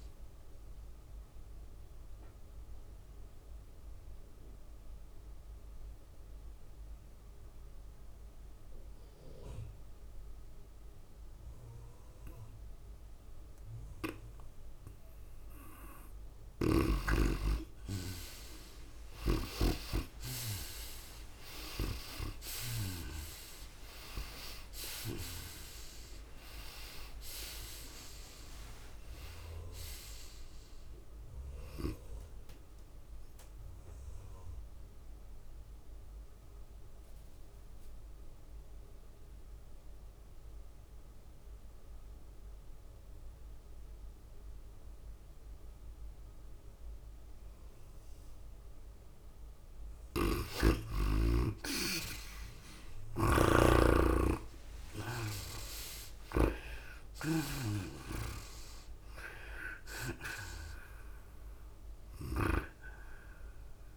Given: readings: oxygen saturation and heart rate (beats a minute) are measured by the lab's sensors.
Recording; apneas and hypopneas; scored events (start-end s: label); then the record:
breathing in sleep by a room microphone; 2
0.00-5.00 s: tachycardia (device-marked, heart rate 105 extreme)
0.00-12.00 s: oxygen desaturation (device-marked, oxygen 87% lowest, heart rate 86 extreme)
2.00-17.00 s: obstructive apnea (oxygen 99% before, 83% lowest, heart rate 99 before, 86 extreme, up 13 after)
15.00-17.00 s: long interval between heartbeats (device-marked, heart rate 100 before, 87 extreme)
17.00-20.50 s: snoring (device-marked)
21.50-25.50 s: arousal
22.00-36.00 s: tachycardia (device-marked, heart rate 99 before, 104 extreme)
22.00-38.00 s: oxygen desaturation (device-marked, oxygen 96% before, 85% lowest, heart rate 96 before, 95 extreme)
24.00-37.00 s: drop in pulse transit time (device-marked, heart rate 96 before, 100 extreme)
35.50-50.50 s: obstructive apnea (oxygen 96% before, 82% lowest, heart rate 97 before, 95 extreme, up 5 after)
51.00-58.50 s: snoring (device-marked)
52.00-63.97 s: oxygen desaturation (device-marked, oxygen 97% before, 83% lowest, heart rate 99 before, 95 extreme)
53.50-57.00 s: arousal
56.00-63.97 s: tachycardia (device-marked, heart rate 99 before, 103 extreme)
57.00-63.97 s: drop in pulse transit time (device-marked, heart rate 97 before, 99 extreme)
From the record:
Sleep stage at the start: N2 (light sleep); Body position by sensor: on the right side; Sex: female